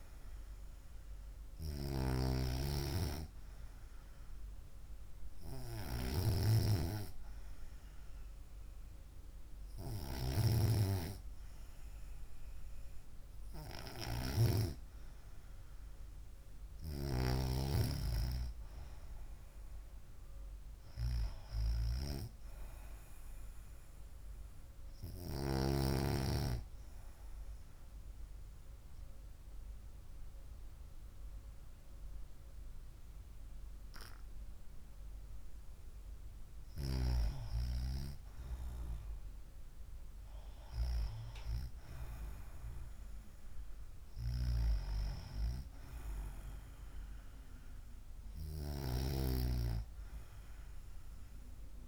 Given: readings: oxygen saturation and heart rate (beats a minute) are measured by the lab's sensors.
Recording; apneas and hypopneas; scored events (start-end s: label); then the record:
breathing in sleep by a room microphone; none
none scored
From the record:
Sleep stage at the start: N2 (light sleep); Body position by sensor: on the right side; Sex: female